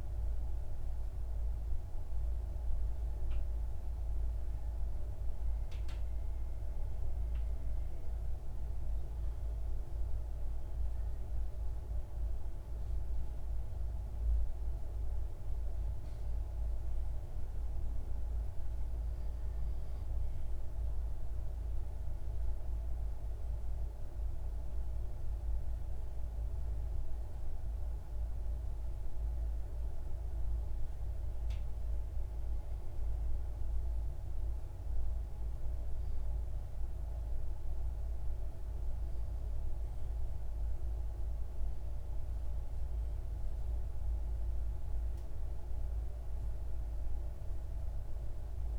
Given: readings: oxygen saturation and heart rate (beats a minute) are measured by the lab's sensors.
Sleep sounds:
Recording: breathing in sleep, hard to hear, by a room microphone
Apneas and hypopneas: none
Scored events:
none scored
From the record:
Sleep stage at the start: REM sleep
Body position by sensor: on the left side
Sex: male

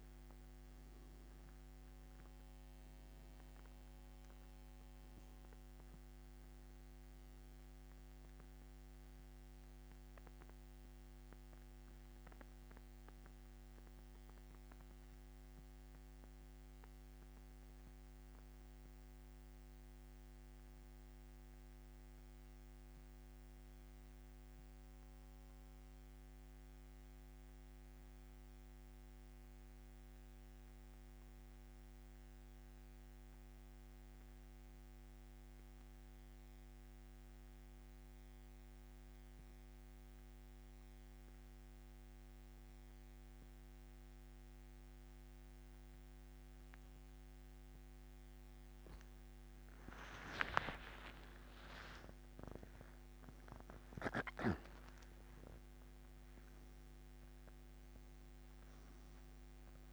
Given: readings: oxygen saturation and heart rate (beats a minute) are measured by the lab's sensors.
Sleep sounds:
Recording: breathing in sleep by a microphone on the trachea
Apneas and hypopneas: 1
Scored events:
9.50-36.50 s: oxygen desaturation (device-marked, oxygen 96% before, 87% lowest, heart rate 86 before, 58 extreme)
13.50-47.50 s: central apnea (oxygen 98% before, 86% lowest, heart rate 86 before, 58 extreme, up 33 after)
50.50-55.00 s: arousal
From the record:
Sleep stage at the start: N2 (light sleep)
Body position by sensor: on the back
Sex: male

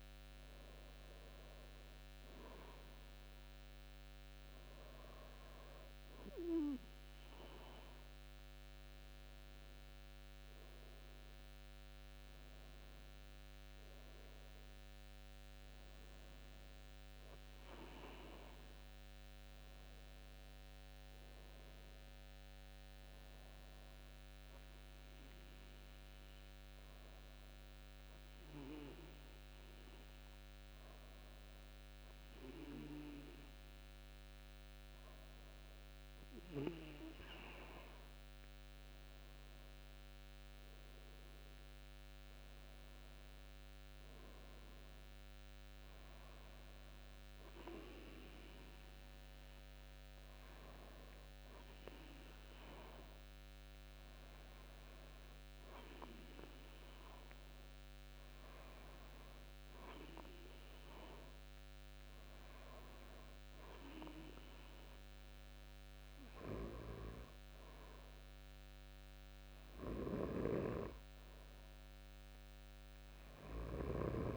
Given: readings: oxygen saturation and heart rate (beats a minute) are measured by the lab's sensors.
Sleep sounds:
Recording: breathing in sleep by a microphone on the trachea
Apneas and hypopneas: none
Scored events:
14.00-16.00 s: long interval between heartbeats (device-marked, heart rate 81 before, 83 extreme)
From the record:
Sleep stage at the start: N2 (light sleep)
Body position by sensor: on the back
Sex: male

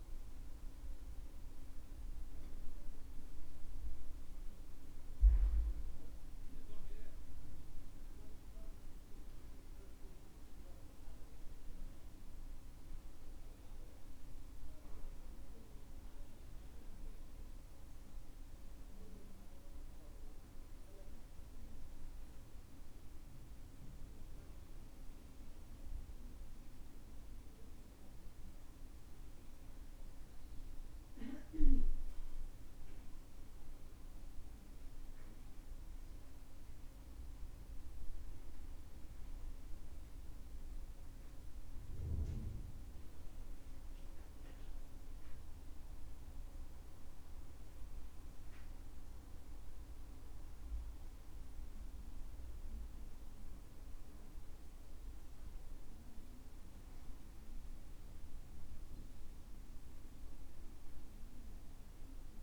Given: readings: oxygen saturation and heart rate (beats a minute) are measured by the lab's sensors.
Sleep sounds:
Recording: breathing in sleep, hard to hear, by a room microphone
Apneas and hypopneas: none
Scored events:
60.50-62.43 s: arousal
From the record:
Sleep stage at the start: REM sleep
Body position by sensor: on the back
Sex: male

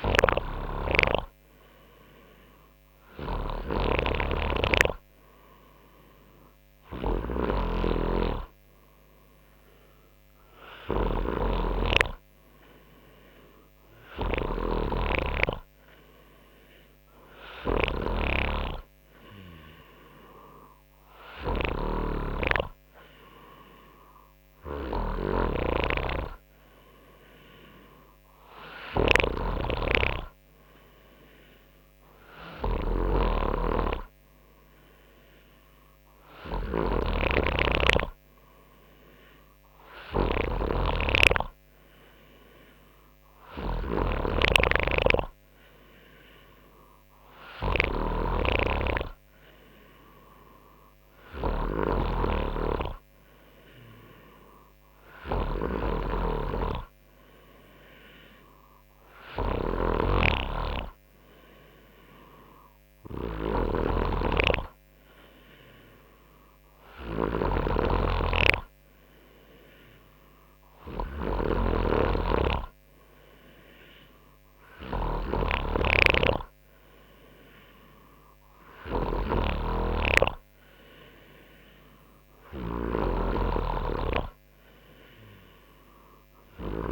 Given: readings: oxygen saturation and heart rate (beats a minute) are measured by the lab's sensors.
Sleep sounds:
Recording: breathing in sleep by a microphone on the trachea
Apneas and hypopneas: none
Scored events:
0.00-86.91 s: snoring (device-marked)
From the record:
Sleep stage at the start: N3 (deep sleep)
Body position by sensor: on the front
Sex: male

